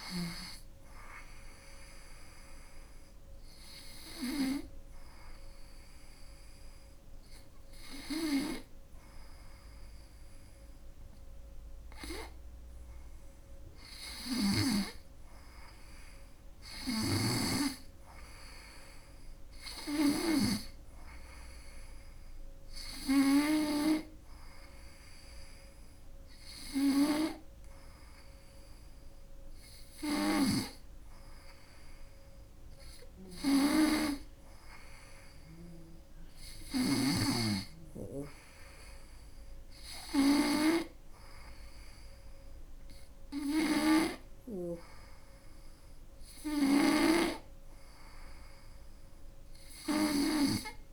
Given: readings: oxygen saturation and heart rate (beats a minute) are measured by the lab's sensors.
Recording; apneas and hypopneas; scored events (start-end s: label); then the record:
breathing in sleep by a room microphone; 1
4.00-14.50 s: hypopnea (oxygen 97% before, 94% lowest, heart rate 82 before, 75 extreme, up 5 after)
16.50-20.00 s: snoring (device-marked)
21.00-24.50 s: arousal
43.00-50.00 s: snoring (device-marked)
From the record:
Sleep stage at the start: N2 (light sleep); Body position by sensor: on the right side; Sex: female